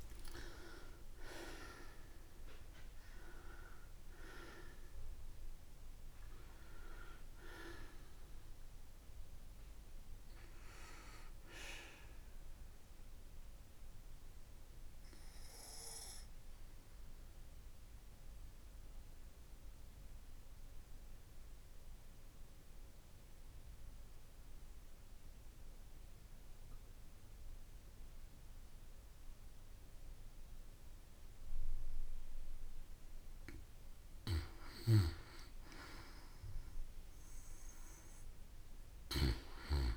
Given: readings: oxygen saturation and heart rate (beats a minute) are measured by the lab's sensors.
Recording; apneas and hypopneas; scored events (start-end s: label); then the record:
breathing in sleep by a room microphone; 1
17.00-33.00 s: obstructive apnea (oxygen 95% before, 88% lowest)
31.50-39.97 s: oxygen desaturation (device-marked, oxygen 95% before, 88% lowest)
35.50-39.00 s: arousal
From the record:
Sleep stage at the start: N2 (light sleep); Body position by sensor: on the back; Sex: female